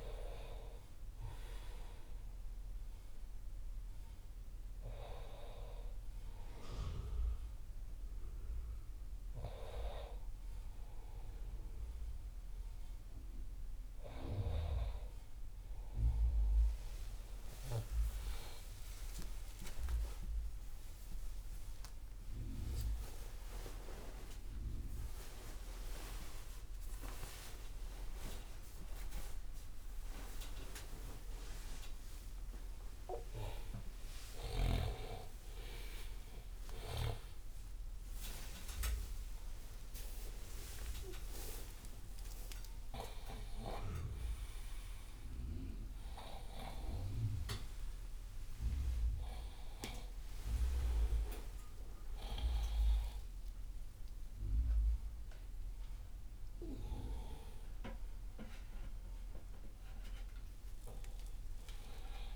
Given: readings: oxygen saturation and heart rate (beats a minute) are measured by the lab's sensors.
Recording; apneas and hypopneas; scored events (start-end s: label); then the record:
a person awake in a sleep study, by a room microphone; none
0.00-1.00 s: oxygen desaturation (device-marked, oxygen 86% lowest)
16.00-62.36 s: new sleep stage, awake
From the record:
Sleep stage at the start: N1 (lightest sleep); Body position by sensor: on the right side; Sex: male